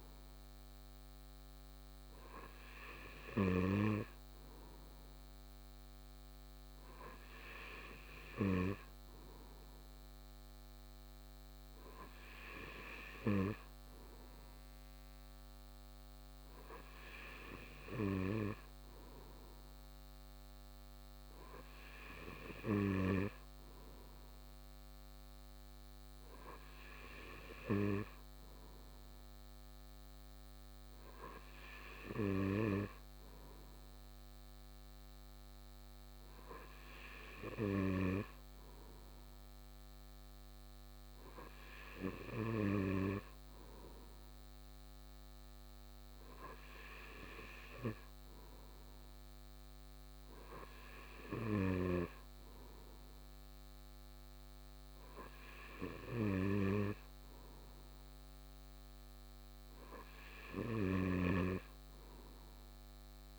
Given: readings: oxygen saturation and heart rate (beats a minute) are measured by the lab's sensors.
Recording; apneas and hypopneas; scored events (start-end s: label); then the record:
breathing in sleep by a microphone on the trachea; none
none scored
From the record:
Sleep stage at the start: N2 (light sleep); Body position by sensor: on the right side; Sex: male